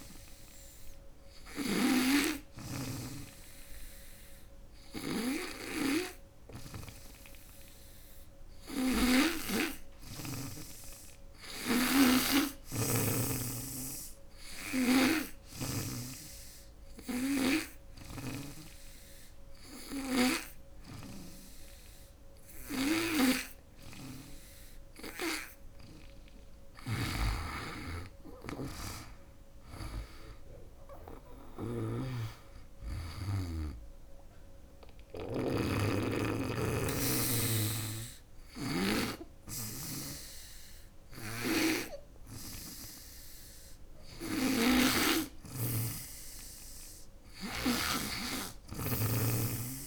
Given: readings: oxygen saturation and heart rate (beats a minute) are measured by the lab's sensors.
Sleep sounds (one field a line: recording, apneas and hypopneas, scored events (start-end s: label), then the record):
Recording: breathing in sleep by a room microphone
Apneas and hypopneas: 2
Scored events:
0.00-15.00 s: snoring (device-marked)
14.50-26.00 s: obstructive apnea (oxygen 99% before, 95% lowest, heart rate 76 before, 74 extreme, up 4 after)
26.00-49.87 s: snoring (device-marked)
28.00-31.50 s: arousal
34.50-45.50 s: hypopnea (oxygen 98% before, 95% lowest, heart rate 80 before, 73 extreme, up 0 after)
47.50-49.87 s: arousal
From the record:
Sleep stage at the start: N2 (light sleep)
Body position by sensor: on the back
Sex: female